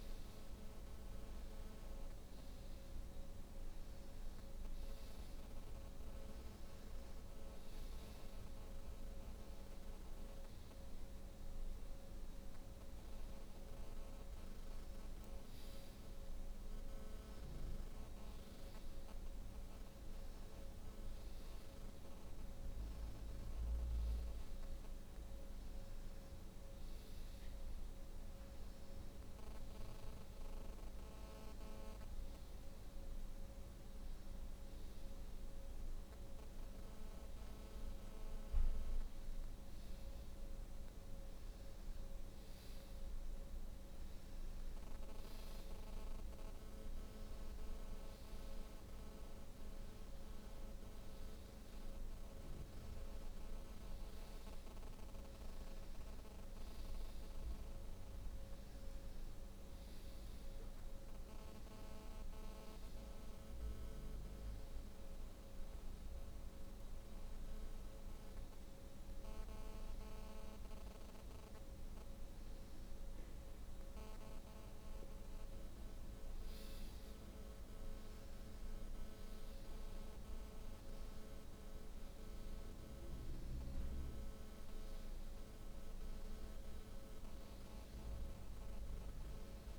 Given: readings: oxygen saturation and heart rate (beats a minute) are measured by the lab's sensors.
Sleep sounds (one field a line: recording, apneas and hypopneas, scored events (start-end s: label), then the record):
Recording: breathing in sleep, hard to hear, by a room microphone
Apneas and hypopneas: none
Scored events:
none scored
From the record:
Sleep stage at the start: N2 (light sleep)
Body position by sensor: on the back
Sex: female